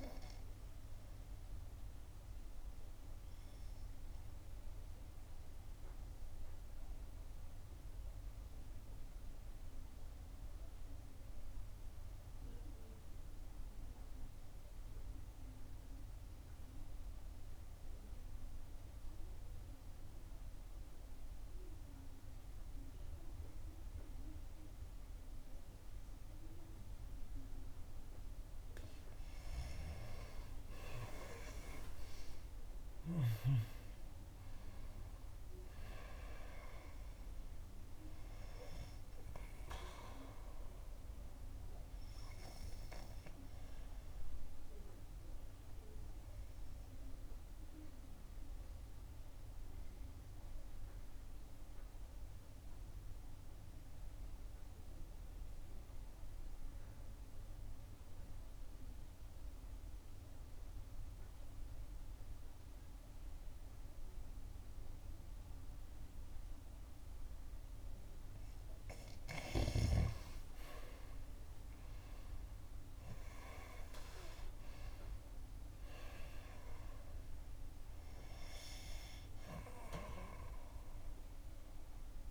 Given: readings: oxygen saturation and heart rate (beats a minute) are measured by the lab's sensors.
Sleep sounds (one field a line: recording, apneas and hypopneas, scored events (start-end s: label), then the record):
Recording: breathing in sleep by a room microphone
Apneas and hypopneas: 2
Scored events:
0.00-22.50 s: oxygen desaturation (device-marked, oxygen 86% lowest, heart rate 53 extreme)
0.50-29.00 s: obstructive apnea (oxygen 98% before, 86% lowest, heart rate 65 before, 53 extreme, up 22 after)
31.00-35.00 s: arousal
32.00-34.00 s: long interval between heartbeats (device-marked, heart rate 59 before, 73 extreme)
34.50-61.50 s: oxygen desaturation (device-marked, oxygen 97% before, 87% lowest, heart rate 62 before, 54 extreme)
42.50-69.50 s: obstructive apnea (oxygen 97% before, 87% lowest, heart rate 68 before, 54 extreme, up 13 after)
71.50-76.50 s: arousal
78.50-82.31 s: oxygen desaturation (device-marked, oxygen 97% before, 89% lowest, heart rate 60 before, 57 extreme)
From the record:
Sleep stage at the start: N2 (light sleep)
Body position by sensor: on the back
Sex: female